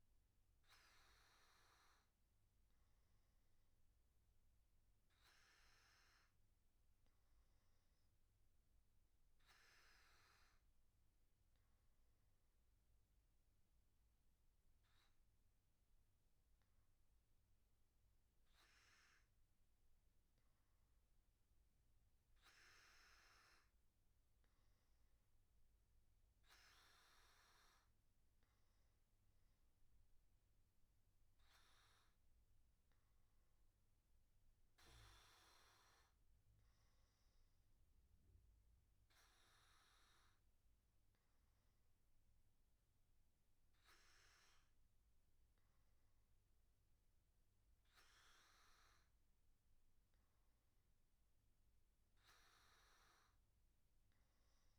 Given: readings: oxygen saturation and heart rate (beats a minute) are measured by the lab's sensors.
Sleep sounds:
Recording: breathing in sleep, hard to hear, by a room microphone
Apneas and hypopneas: none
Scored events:
none scored
From the record:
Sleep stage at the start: N1 (lightest sleep)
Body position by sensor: on the back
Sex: male

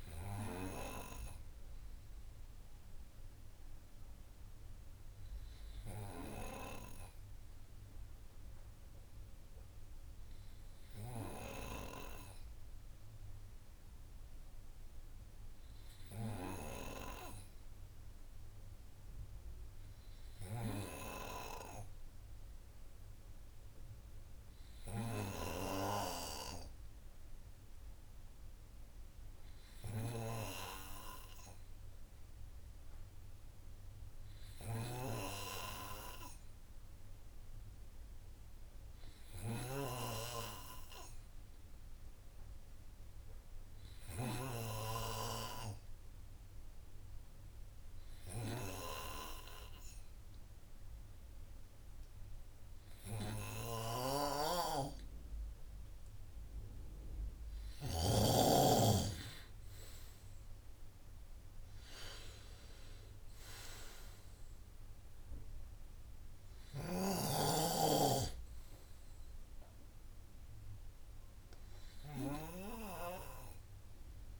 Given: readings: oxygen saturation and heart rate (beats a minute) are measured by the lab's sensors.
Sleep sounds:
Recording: breathing in sleep by a room microphone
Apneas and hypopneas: 1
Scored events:
34.50-55.00 s: hypopnea (oxygen 98% before, 92% lowest)
54.50-58.50 s: snoring (device-marked)
58.00-74.40 s: oxygen desaturation (device-marked, oxygen 95% before, 92% lowest, heart rate 168 before, 52 extreme)
58.50-61.50 s: arousal
From the record:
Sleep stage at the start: N2 (light sleep)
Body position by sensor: on the right side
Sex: male

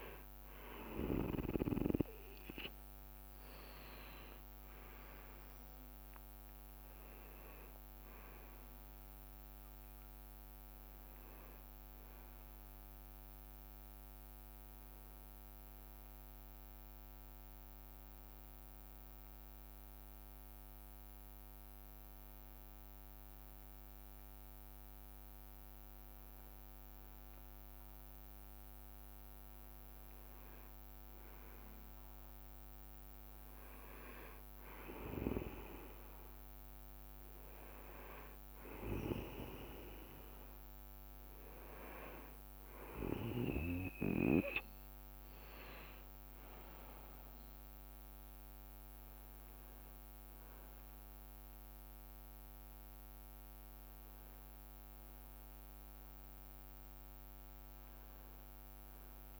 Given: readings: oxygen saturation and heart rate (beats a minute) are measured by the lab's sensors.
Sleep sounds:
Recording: breathing in sleep by a microphone on the trachea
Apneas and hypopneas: none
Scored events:
0.00-7.50 s: leg movement (device-marked)
4.50-8.50 s: arousal
From the record:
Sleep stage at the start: N2 (light sleep)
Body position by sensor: on the back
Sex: male

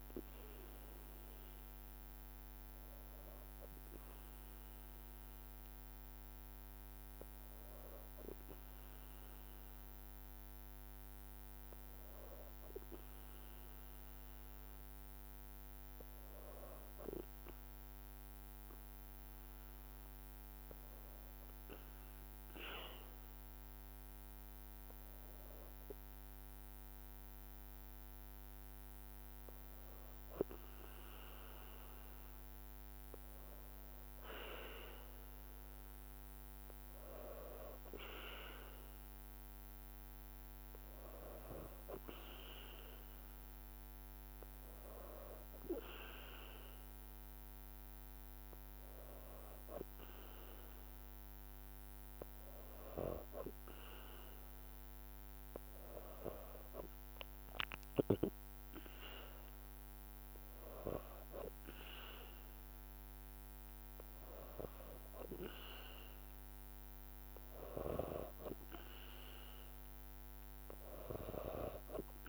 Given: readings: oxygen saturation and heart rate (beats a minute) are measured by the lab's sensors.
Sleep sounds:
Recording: breathing in sleep by a microphone on the trachea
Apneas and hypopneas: 2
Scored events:
18.00-32.00 s: hypopnea (oxygen 97% before, 93% lowest, heart rate 55 before, 56 extreme, up 2 after)
33.50-37.00 s: arousal
44.00-54.50 s: hypopnea (oxygen 98% before, 93% lowest, heart rate 57 before, 56 extreme, up 3 after)
From the record:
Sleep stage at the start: N2 (light sleep)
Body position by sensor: on the back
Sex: female

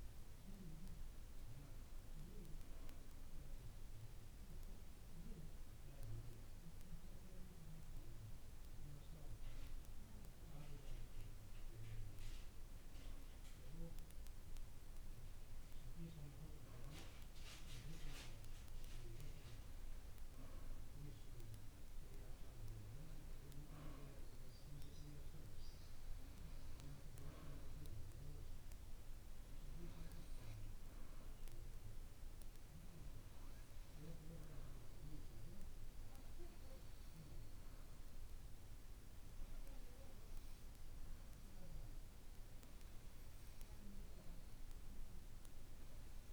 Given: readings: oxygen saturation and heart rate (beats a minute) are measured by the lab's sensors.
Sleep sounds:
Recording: breathing in sleep, hard to hear, by a room microphone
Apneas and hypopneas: none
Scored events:
none scored
From the record:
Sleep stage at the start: N2 (light sleep)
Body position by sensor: on the back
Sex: male

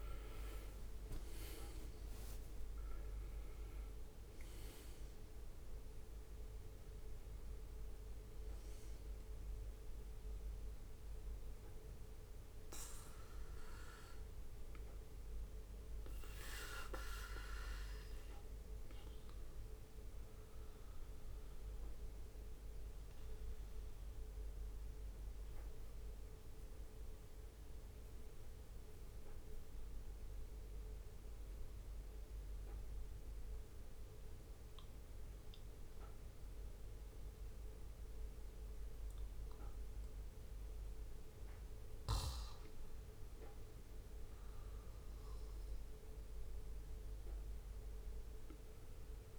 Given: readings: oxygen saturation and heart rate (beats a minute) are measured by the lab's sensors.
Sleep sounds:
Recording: breathing in sleep by a room microphone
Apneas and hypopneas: 1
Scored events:
0.00-13.50 s: oxygen desaturation (device-marked, oxygen 92% lowest, heart rate 62 extreme)
20.00-38.50 s: obstructive apnea (oxygen 96% before, 87% lowest, heart rate 66 before, 62 extreme, up 4 after)
40.00-44.00 s: arousal
47.50-49.39 s: oxygen desaturation (device-marked, oxygen 98% before, 93% lowest, heart rate 65 before, 63 extreme)
From the record:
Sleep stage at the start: N2 (light sleep)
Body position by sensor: on the back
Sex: male

